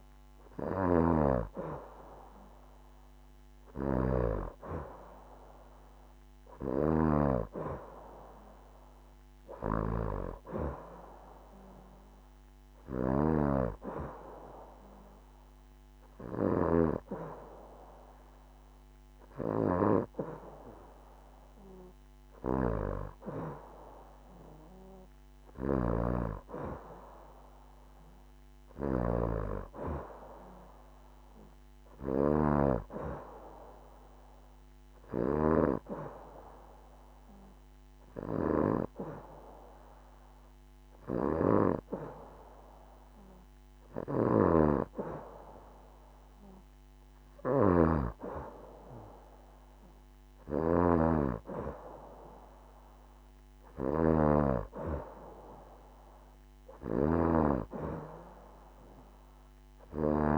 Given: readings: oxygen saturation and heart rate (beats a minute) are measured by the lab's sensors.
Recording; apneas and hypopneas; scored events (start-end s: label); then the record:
breathing in sleep by a microphone on the trachea; none
0.00-5.50 s: oxygen desaturation (device-marked, oxygen 89% lowest, heart rate 68 extreme)
7.50-9.50 s: long interval between heartbeats (device-marked, heart rate 71 before, 71 extreme)
From the record:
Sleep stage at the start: N2 (light sleep); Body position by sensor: on the back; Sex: female